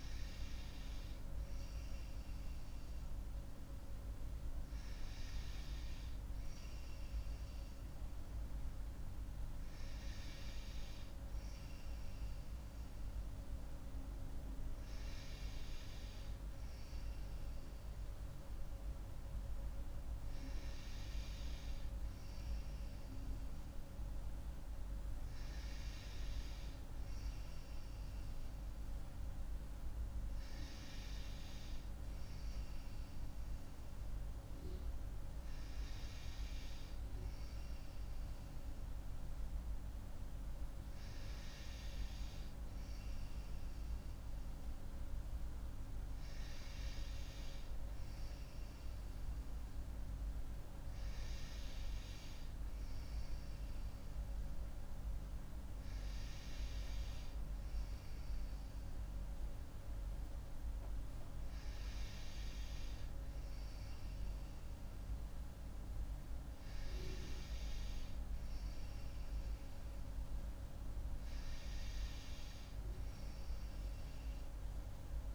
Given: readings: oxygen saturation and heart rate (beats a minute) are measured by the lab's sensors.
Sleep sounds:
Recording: breathing in sleep, hard to hear, by a room microphone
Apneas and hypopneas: none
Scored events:
none scored
From the record:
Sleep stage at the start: N2 (light sleep)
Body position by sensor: on the right side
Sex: female

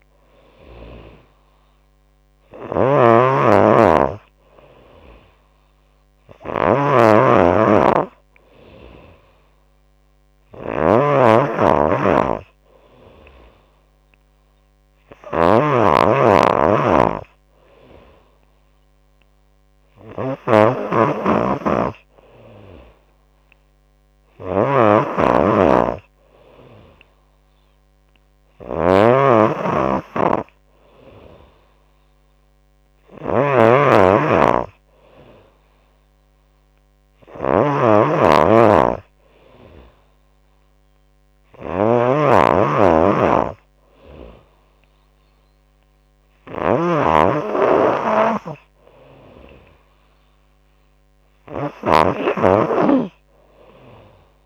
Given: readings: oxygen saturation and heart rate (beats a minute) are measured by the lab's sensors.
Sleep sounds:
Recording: breathing in sleep by a microphone on the trachea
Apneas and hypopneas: none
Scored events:
0.00-54.46 s: snoring (device-marked)
13.50-15.50 s: long interval between heartbeats (device-marked, heart rate 88 before, 84 extreme)
30.00-32.00 s: long interval between heartbeats (device-marked, heart rate 83 before, 79 extreme)
32.00-40.00 s: bradycardia (device-marked, heart rate 92 before, 48 extreme)
33.50-35.50 s: long interval between heartbeats (device-marked, heart rate 83 before, 68 extreme)
39.50-41.50 s: long interval between heartbeats (device-marked, heart rate 77 before, 59 extreme)
43.00-45.00 s: bradycardia (device-marked, heart rate 91 before, 69 extreme)
44.50-46.50 s: long interval between heartbeats (device-marked, heart rate 72 before, 69 extreme)
49.00-51.00 s: long interval between heartbeats (device-marked, heart rate 65 before, 69 extreme)
51.00-53.00 s: long interval between heartbeats (device-marked, heart rate 63 before, 70 extreme)
52.00-54.46 s: bradycardia (device-marked)
From the record:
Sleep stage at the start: N3 (deep sleep)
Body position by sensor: on the back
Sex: female

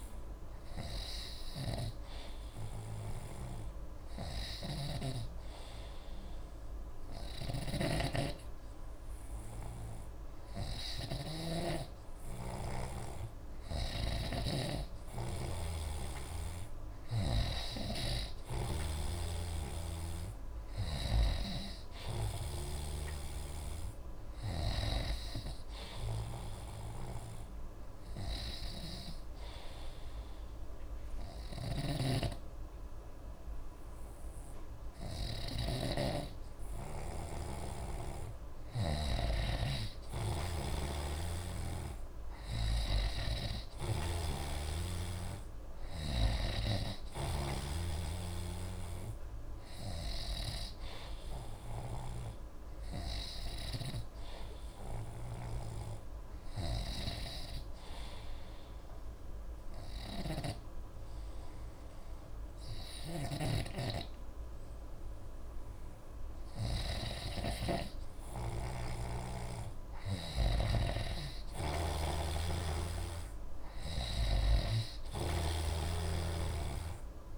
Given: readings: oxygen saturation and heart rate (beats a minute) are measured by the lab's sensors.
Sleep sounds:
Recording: breathing in sleep by a room microphone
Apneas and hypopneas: 3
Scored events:
0.00-17.50 s: snoring (device-marked)
2.00-15.50 s: hypopnea (oxygen 94% before, 92% lowest)
17.00-21.00 s: arousal
19.50-23.00 s: snoring (device-marked)
26.50-37.50 s: hypopnea (oxygen 94% before, 91% lowest, heart rate 44 before, 28 extreme, up 8 after)
31.50-39.00 s: snoring (device-marked)
41.50-44.50 s: arousal
48.50-67.00 s: snoring (device-marked)
52.00-66.50 s: hypopnea (oxygen 94% before, 91% lowest, heart rate 44 before, 28 extreme, up 27 after)
69.00-73.50 s: arousal
71.50-77.38 s: snoring (device-marked)
73.00-77.38 s: oxygen desaturation (device-marked, oxygen 94% before, 91% lowest, heart rate 71 before, 27 extreme)
From the record:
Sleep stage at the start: N2 (light sleep)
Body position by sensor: on the right side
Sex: male

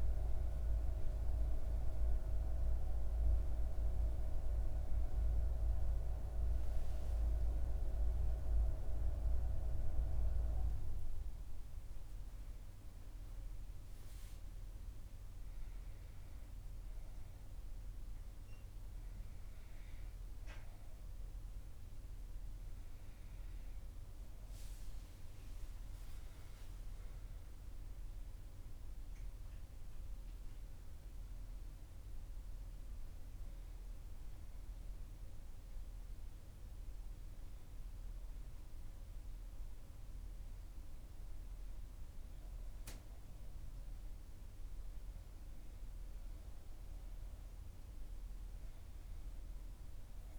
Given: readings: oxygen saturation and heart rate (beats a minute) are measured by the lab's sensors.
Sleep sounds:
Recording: a person awake in a sleep study, by a room microphone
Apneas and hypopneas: none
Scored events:
none scored
From the record:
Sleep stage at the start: awake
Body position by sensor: on the back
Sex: female

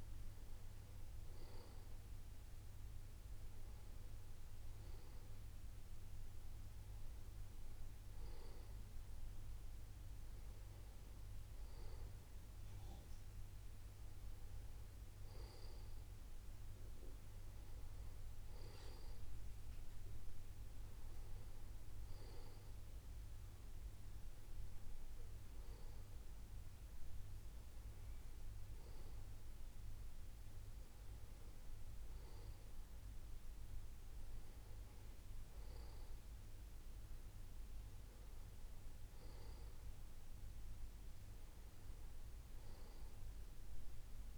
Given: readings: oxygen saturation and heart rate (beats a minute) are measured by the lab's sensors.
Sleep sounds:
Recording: breathing in sleep, hard to hear, by a room microphone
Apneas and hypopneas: none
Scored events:
none scored
From the record:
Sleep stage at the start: N2 (light sleep)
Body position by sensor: on the back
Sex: male

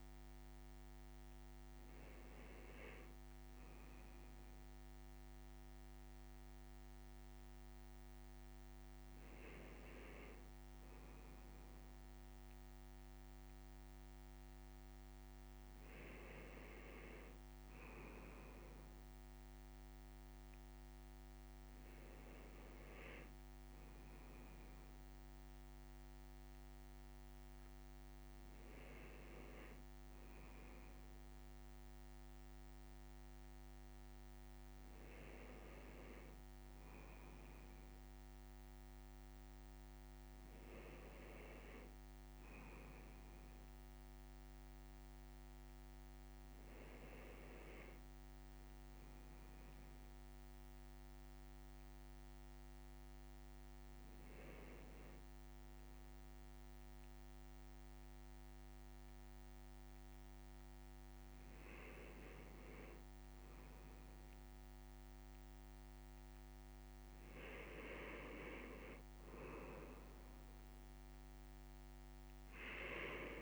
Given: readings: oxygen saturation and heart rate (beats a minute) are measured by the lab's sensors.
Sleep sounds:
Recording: a person awake in a sleep study, by a microphone on the trachea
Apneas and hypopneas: none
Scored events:
none scored
From the record:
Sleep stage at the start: awake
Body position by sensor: on the left side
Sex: male

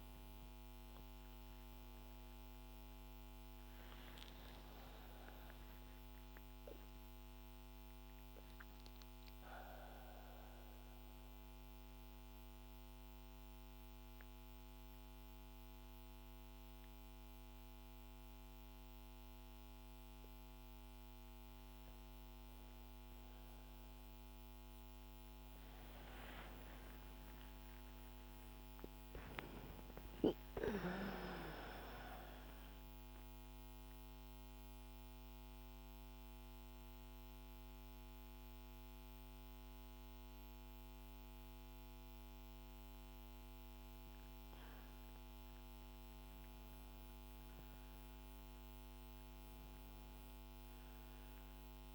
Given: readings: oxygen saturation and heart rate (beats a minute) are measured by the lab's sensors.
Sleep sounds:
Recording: a person awake in a sleep study, by a microphone on the trachea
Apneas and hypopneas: 1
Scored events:
4.00-34.00 s: new sleep stage, awake
34.00-45.00 s: central apnea (oxygen 99% before, 96% lowest, heart rate 73 before, 65 extreme)
34.00-51.95 s: new sleep stage, N2 (light sleep)
46.50-50.00 s: arousal
From the record:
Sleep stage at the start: N1 (lightest sleep)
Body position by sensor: on the back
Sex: female

